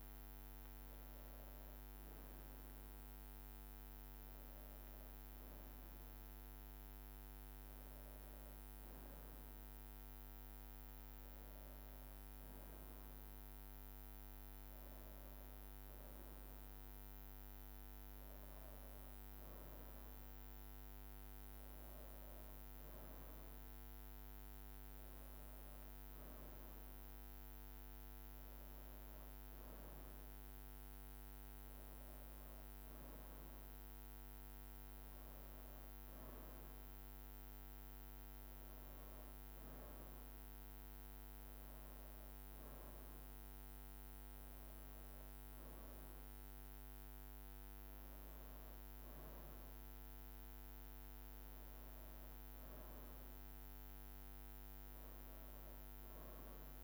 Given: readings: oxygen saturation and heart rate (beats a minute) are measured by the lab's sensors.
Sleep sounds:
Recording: a person partly awake in a sleep study, hard to hear, by a microphone on the trachea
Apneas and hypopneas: none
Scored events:
19.00-49.00 s: new sleep stage, N1 (lightest sleep)
49.00-56.84 s: new sleep stage, N2 (light sleep)
From the record:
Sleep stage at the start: awake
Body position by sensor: on the right side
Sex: female

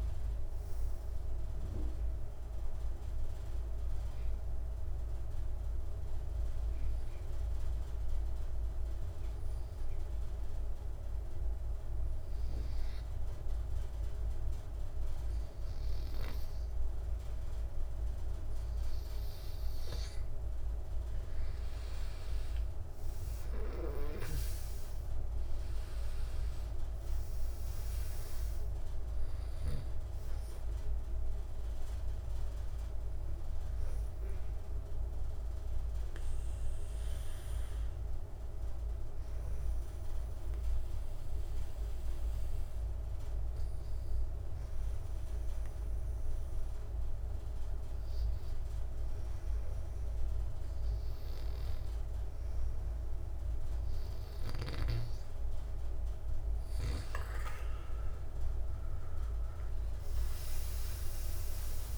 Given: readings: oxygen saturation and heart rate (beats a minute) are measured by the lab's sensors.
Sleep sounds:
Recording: breathing in sleep, hard to hear, by a room microphone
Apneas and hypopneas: 2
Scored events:
2.00-19.50 s: obstructive apnea (oxygen 97% before, 90% lowest, heart rate 91 before, 72 extreme, up 51 after)
21.50-25.50 s: arousal
22.50-46.50 s: oxygen desaturation (device-marked, oxygen 99% before, 91% lowest)
34.50-55.00 s: obstructive apnea (oxygen 99% before, 87% lowest)
57.50-61.98 s: arousal
60.50-61.98 s: oxygen desaturation (device-marked, oxygen 98% before, 92% lowest)
From the record:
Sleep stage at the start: N2 (light sleep)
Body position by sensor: on the back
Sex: male

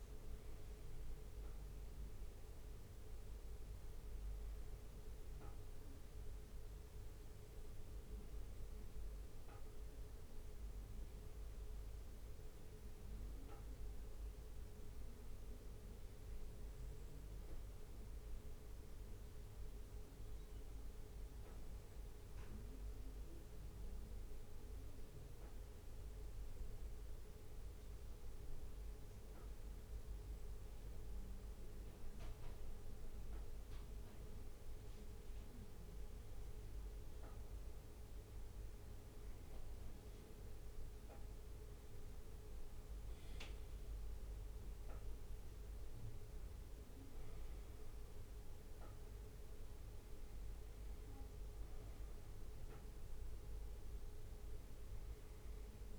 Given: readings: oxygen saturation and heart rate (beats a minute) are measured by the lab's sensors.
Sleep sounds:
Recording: breathing in sleep, hard to hear, by a room microphone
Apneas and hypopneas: 1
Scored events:
0.00-35.50 s: bradycardia (device-marked, heart rate 56 extreme)
6.00-33.50 s: obstructive apnea (oxygen 98% before, 95% lowest, heart rate 60 before, 56 extreme, up 2 after)
37.00-41.00 s: arousal
44.50-55.99 s: bradycardia (device-marked, heart rate 59 before, 56 extreme)
From the record:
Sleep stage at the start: N2 (light sleep)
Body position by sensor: on the back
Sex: male

